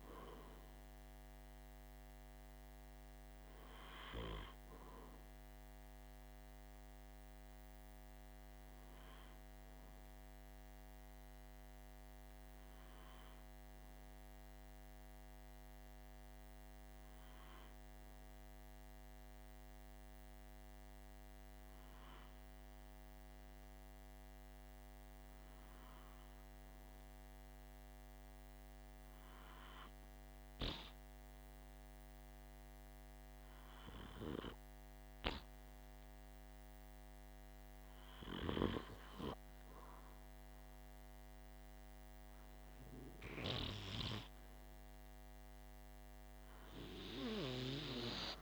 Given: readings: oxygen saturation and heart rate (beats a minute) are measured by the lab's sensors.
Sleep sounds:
breathing in sleep by a microphone on the trachea; 1
11.50-41.00 s: hypopnea (heart rate 45 before, 43 extreme, up 0 after)
From the record:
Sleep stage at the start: N2 (light sleep); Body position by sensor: on the back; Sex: male

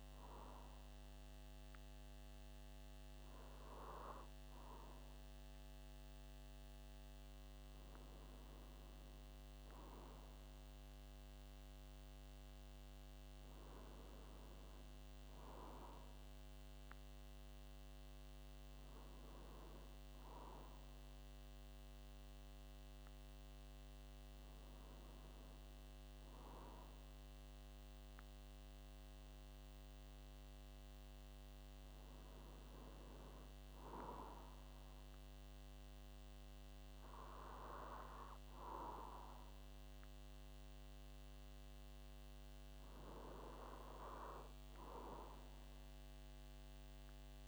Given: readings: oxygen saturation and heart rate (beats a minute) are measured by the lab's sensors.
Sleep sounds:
breathing in sleep by a microphone on the trachea; none
none scored
From the record:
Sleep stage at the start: N2 (light sleep); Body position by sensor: on the back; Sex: male

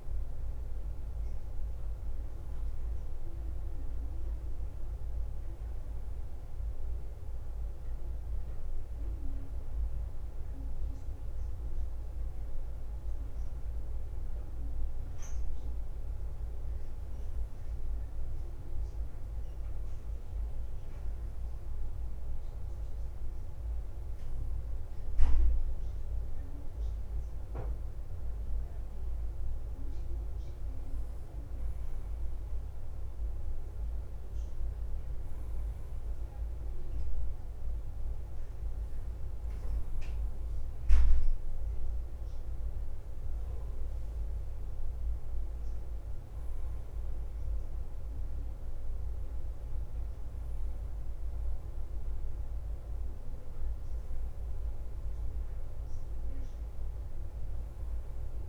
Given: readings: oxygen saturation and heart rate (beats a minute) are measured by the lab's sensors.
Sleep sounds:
breathing in sleep, hard to hear, by a room microphone; 1
0.00-7.00 s: oxygen desaturation (device-marked, oxygen 92% lowest, heart rate 53 extreme)
0.00-58.49 s: bradycardia (device-marked, heart rate 49 extreme)
3.00-6.50 s: arousal
9.50-27.50 s: hypopnea (oxygen 97% before, 92% lowest, heart rate 57 before, 50 extreme, up 5 after)
31.00-34.50 s: arousal
54.50-57.50 s: arousal
From the record:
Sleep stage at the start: N2 (light sleep); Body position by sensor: on the back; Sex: male

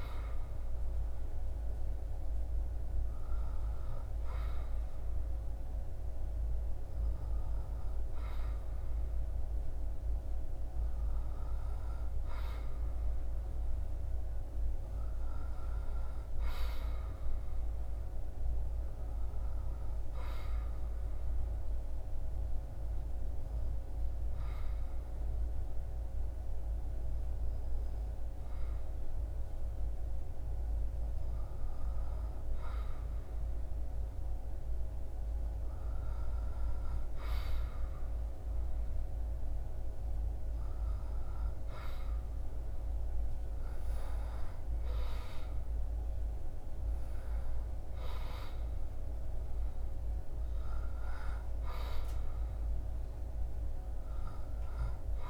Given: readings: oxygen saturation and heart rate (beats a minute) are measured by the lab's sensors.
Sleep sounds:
breathing in sleep, hard to hear, by a room microphone; 1
21.00-33.50 s: hypopnea (oxygen 100% before, 94% lowest, heart rate 71 before, 67 extreme, up 6 after)
22.00-26.00 s: oxygen desaturation (device-marked, oxygen 98% before, 97% lowest, heart rate 71 before, 70 extreme)
35.00-41.00 s: arousal
From the record:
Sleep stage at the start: N2 (light sleep); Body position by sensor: on the back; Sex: male

